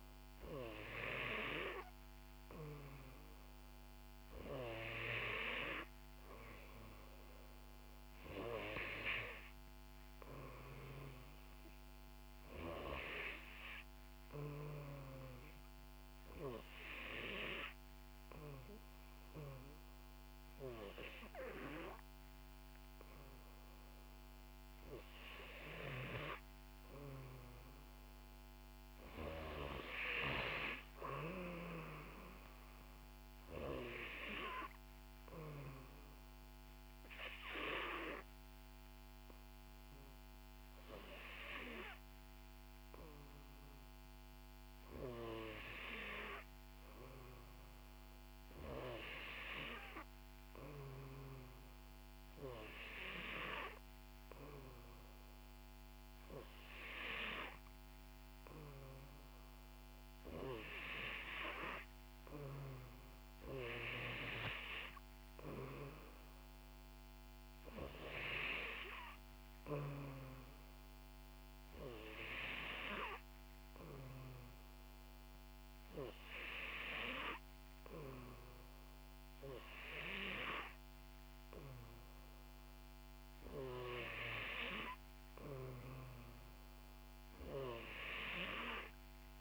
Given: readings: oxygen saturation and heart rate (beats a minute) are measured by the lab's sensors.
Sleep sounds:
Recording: breathing in sleep by a microphone on the trachea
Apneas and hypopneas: 1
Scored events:
16.50-26.50 s: hypopnea (oxygen 90% before, 89% lowest, heart rate 66 before, 60 extreme, up 2 after)
28.00-31.00 s: arousal
From the record:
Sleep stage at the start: N3 (deep sleep)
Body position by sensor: on the back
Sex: female

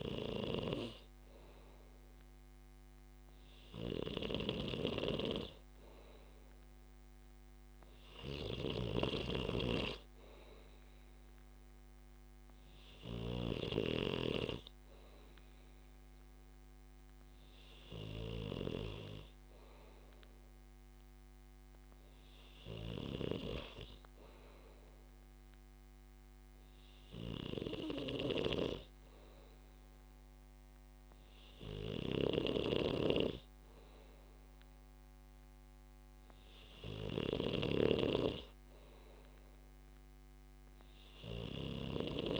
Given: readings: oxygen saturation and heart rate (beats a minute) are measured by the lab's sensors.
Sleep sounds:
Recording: breathing in sleep by a microphone on the trachea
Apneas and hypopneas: none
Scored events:
9.50-13.50 s: snoring (device-marked)
From the record:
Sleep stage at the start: N2 (light sleep)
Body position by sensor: on the back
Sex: male

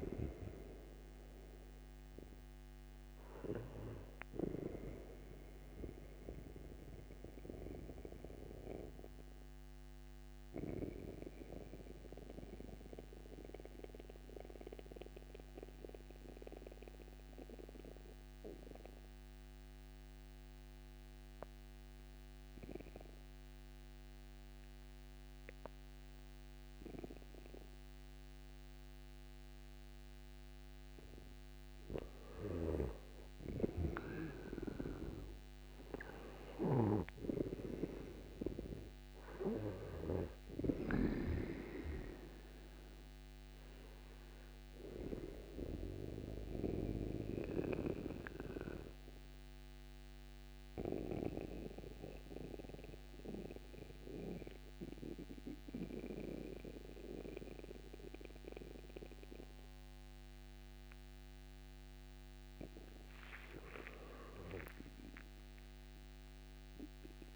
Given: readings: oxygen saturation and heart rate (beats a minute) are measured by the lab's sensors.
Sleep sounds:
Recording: breathing in sleep by a microphone on the trachea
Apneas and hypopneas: 2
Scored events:
0.00-19.00 s: oxygen desaturation (device-marked, oxygen 81% lowest, heart rate 59 extreme)
7.00-30.50 s: mixed apnea (oxygen 97% before, 81% lowest, heart rate 79 before, 59 extreme, up 15 after)
8.00-67.36 s: new sleep stage, N2 (light sleep)
32.00-41.00 s: snoring (device-marked)
32.50-36.00 s: arousal
37.00-66.00 s: oxygen desaturation (device-marked, oxygen 98% before, 86% lowest, heart rate 62 before, 59 extreme)
45.50-62.50 s: obstructive apnea (oxygen 98% before, 86% lowest, heart rate 71 before, 60 extreme, up 12 after)
63.50-67.36 s: arousal
From the record:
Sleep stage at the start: N1 (lightest sleep)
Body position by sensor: on the right side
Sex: male

